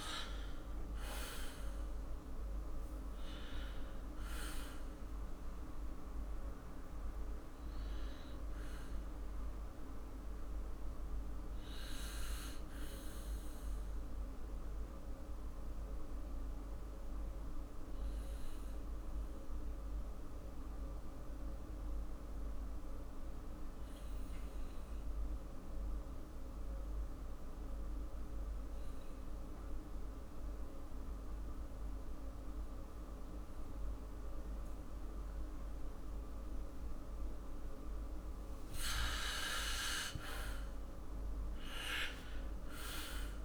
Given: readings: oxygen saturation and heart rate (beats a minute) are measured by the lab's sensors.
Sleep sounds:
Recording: breathing in sleep by a room microphone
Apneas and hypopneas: 1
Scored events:
0.00-2.00 s: arousal
10.50-38.00 s: obstructive apnea (oxygen 100% before, 96% lowest, heart rate 58 before, 53 extreme, up 7 after)
40.50-43.45 s: arousal
From the record:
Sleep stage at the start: N2 (light sleep)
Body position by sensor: on the back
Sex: male

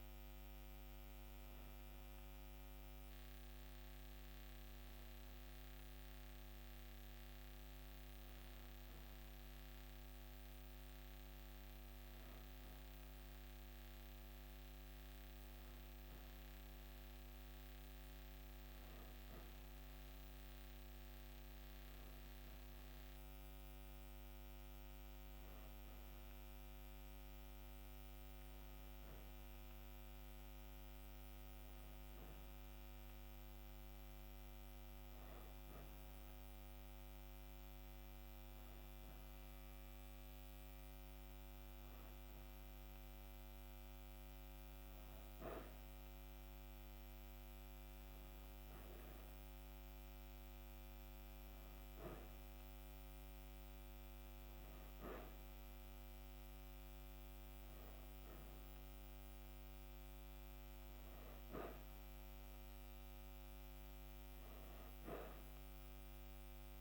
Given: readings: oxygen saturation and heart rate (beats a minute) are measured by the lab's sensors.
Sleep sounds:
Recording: breathing in sleep, hard to hear, by a microphone on the trachea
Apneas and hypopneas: none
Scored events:
0.00-9.00 s: oxygen desaturation (device-marked, oxygen 89% lowest, heart rate 53 extreme)
From the record:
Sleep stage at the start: N2 (light sleep)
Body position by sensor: on the back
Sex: female

